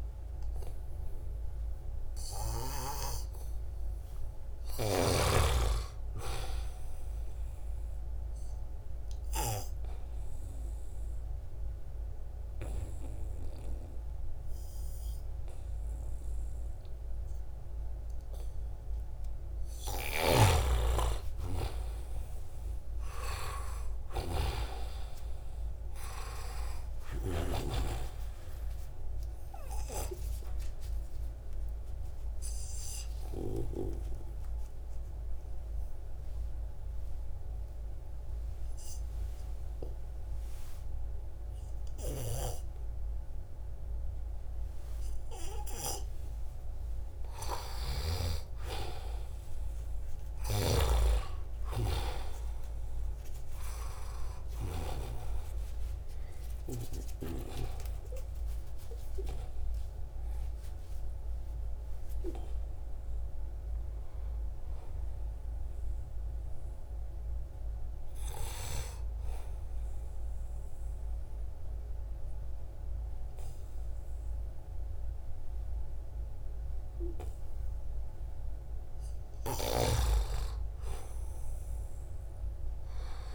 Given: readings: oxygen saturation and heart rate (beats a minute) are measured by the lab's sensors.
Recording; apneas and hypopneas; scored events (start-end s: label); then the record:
breathing in sleep by a room microphone; 3
7.50-19.00 s: obstructive apnea (oxygen 96% before, 92% lowest, heart rate 78 before, 77 extreme, up 6 after)
9.50-20.50 s: oxygen desaturation (device-marked, oxygen 96% before, 92% lowest, heart rate 78 before, 76 extreme)
19.00-33.00 s: snoring (device-marked)
20.00-24.50 s: arousal
29.50-44.50 s: obstructive apnea (oxygen 96% before, 92% lowest, heart rate 79 before, 74 extreme, up 0 after)
49.50-54.00 s: snoring (device-marked)
51.00-55.00 s: arousal
54.50-56.50 s: long interval between heartbeats (device-marked, heart rate 77 before, 89 extreme)
57.50-59.50 s: long interval between heartbeats (device-marked, heart rate 79 before, 107 extreme)
59.50-61.50 s: long interval between heartbeats (device-marked, heart rate 82 before, 116 extreme)
68.50-78.50 s: obstructive apnea (oxygen 99% before, 92% lowest, heart rate 90 before, 71 extreme, up 3 after)
80.50-83.35 s: arousal
From the record:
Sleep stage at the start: N2 (light sleep); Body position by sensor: on the back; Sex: male